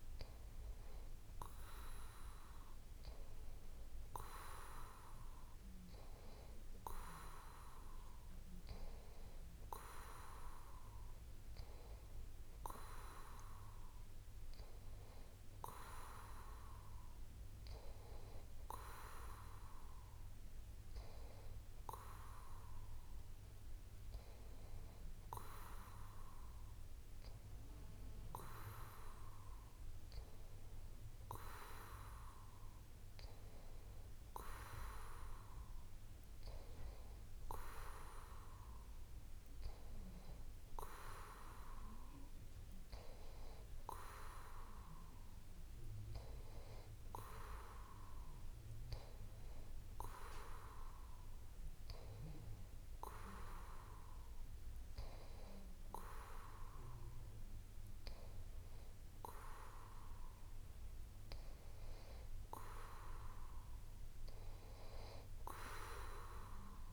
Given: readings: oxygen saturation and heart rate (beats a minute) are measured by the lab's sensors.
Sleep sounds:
breathing in sleep by a room microphone; none
none scored
From the record:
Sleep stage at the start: N2 (light sleep); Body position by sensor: on the back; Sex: male

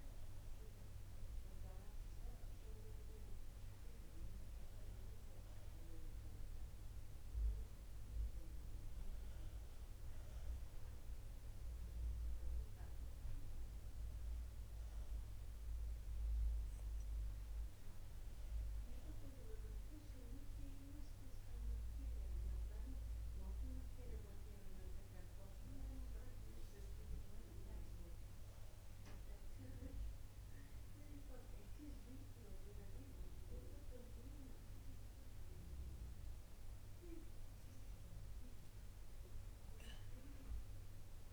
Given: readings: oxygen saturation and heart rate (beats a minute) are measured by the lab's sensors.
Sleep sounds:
breathing in sleep by a room microphone; none
none scored
From the record:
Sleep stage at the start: N2 (light sleep); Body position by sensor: on the back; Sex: female

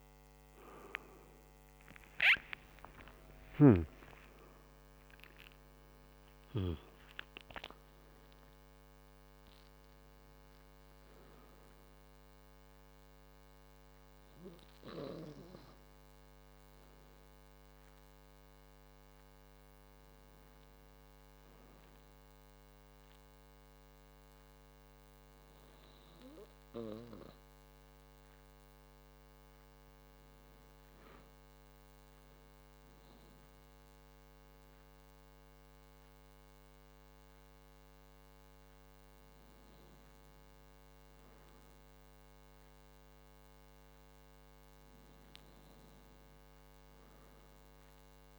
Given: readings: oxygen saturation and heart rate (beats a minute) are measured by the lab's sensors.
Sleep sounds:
breathing in sleep by a microphone on the trachea; none
2.50-7.00 s: arousal
From the record:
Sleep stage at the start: N2 (light sleep); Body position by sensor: on the back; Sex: male

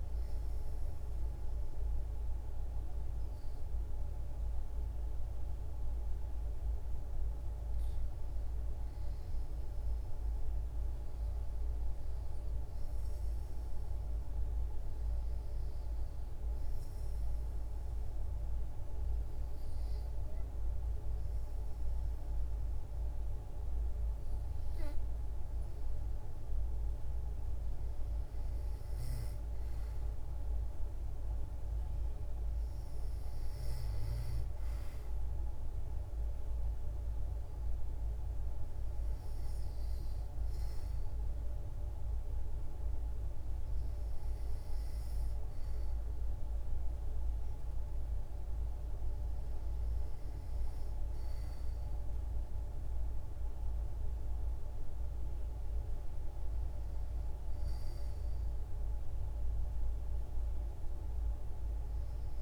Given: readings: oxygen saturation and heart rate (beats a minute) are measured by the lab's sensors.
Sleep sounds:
breathing in sleep, hard to hear, by a room microphone; 1
3.50-62.42 s: new sleep stage, REM sleep
7.50-11.50 s: arousal
17.50-28.00 s: hypopnea (oxygen 93% before, 89% lowest, heart rate 67 before, 64 extreme, up 4 after)
34.00-38.00 s: arousal
34.50-49.50 s: oxygen desaturation (device-marked, oxygen 92% before, 89% lowest, heart rate 70 before, 62 extreme)
From the record:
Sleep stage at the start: N2 (light sleep); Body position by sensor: on the back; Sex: female

